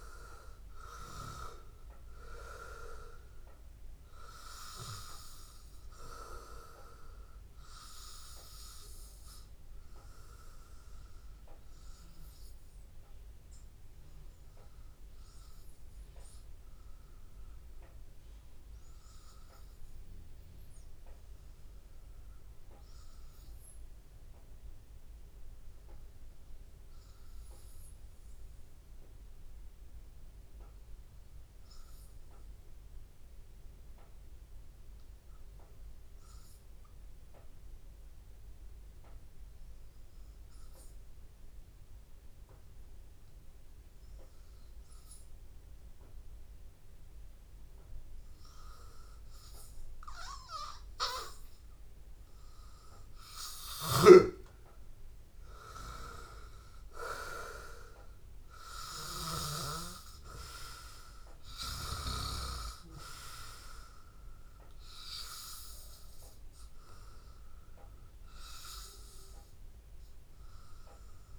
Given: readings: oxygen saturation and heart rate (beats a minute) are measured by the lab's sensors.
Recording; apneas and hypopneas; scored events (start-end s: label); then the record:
breathing in sleep by a room microphone; 1
0.00-18.50 s: oxygen desaturation (device-marked, oxygen 92% lowest, heart rate 73 extreme)
3.50-5.50 s: long interval between heartbeats (device-marked, heart rate 82 before, 86 extreme)
13.50-51.50 s: hypopnea (oxygen 97% before, 91% lowest, heart rate 84 before, 73 extreme, up 16 after)
45.50-71.39 s: oxygen desaturation (device-marked, oxygen 97% before, 91% lowest, heart rate 75 before, 79 extreme)
53.50-55.50 s: long interval between heartbeats (device-marked, heart rate 77 before, 92 extreme)
53.50-58.00 s: arousal
From the record:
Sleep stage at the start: N2 (light sleep); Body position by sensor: on the back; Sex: male